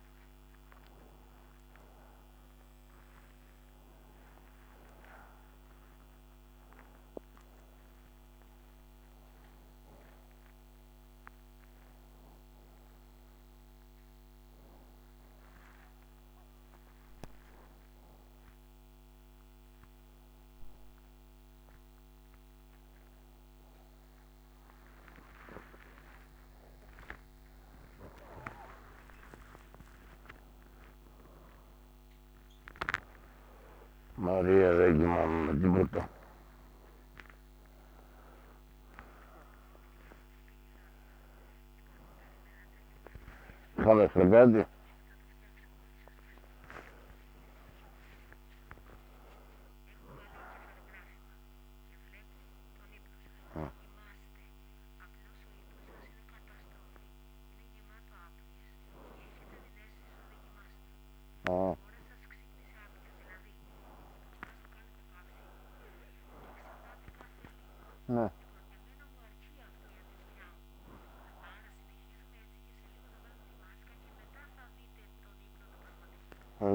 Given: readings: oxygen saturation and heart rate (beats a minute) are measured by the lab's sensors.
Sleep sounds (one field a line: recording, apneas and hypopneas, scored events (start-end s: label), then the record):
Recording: a person awake in a sleep study, by a microphone on the trachea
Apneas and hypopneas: none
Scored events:
13.50-36.50 s: oxygen desaturation (device-marked, oxygen 94% before, 89% lowest, heart rate 62 before, 79 extreme)
From the record:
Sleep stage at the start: awake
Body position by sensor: on the right side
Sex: male